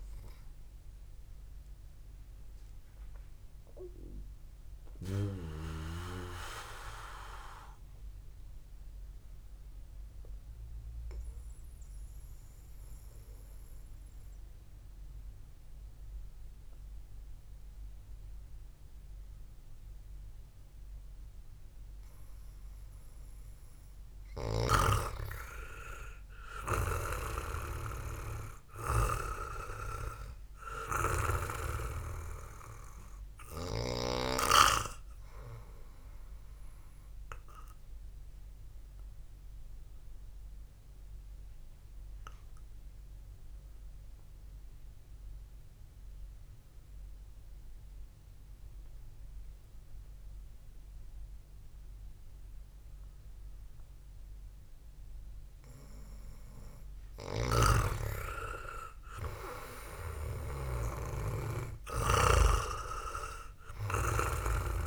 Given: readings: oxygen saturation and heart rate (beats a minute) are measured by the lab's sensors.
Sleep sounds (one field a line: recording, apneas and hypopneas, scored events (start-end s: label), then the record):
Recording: breathing in sleep by a room microphone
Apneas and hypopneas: 2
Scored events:
0.00-3.50 s: oxygen desaturation (device-marked, oxygen 91% lowest, heart rate 55 extreme)
2.00-23.00 s: hypopnea (oxygen 97% before, 87% lowest, heart rate 85 before, 62 extreme, up 1 after)
5.50-17.50 s: oxygen desaturation (device-marked, oxygen 93% before, 87% lowest, heart rate 95 before, 62 extreme)
28.50-64.87 s: new sleep stage, REM sleep
29.00-33.50 s: arousal
30.50-48.50 s: oxygen desaturation (device-marked, oxygen 99% before, 91% lowest, heart rate 67 before, 62 extreme)
38.00-56.00 s: obstructive apnea (oxygen 99% before, 87% lowest, heart rate 66 before, 62 extreme)
57.50-61.00 s: arousal
58.00-64.87 s: snoring (device-marked)
61.50-64.87 s: oxygen desaturation (device-marked, oxygen 98% before, 90% lowest, heart rate 69 before, 56 extreme)
From the record:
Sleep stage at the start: N2 (light sleep)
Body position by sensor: on the back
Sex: male